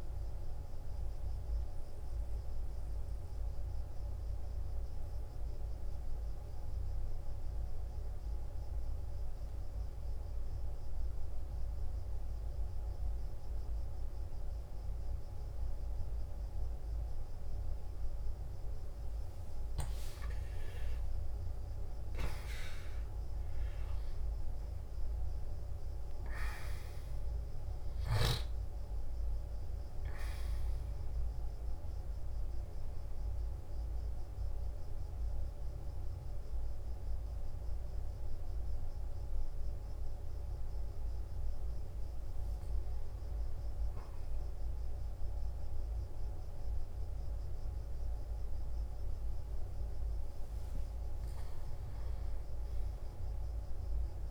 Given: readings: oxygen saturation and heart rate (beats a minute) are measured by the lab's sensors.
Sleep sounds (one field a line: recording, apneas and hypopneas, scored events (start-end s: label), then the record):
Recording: breathing in sleep, hard to hear, by a room microphone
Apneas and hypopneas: 2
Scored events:
0.00-9.00 s: oxygen desaturation (device-marked, oxygen 87% lowest, heart rate 59 extreme)
1.00-20.50 s: mixed apnea (oxygen 95% before, 87% lowest, heart rate 72 before, 56 extreme, up 13 after)
21.50-25.50 s: arousal
25.00-44.00 s: oxygen desaturation (device-marked, oxygen 98% before, 93% lowest, heart rate 62 before, 56 extreme)
34.00-44.00 s: central apnea (oxygen 98% before, 91% lowest, heart rate 67 before, 56 extreme, up 5 after)
46.00-48.50 s: arousal
From the record:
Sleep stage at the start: N2 (light sleep)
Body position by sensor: on the back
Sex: male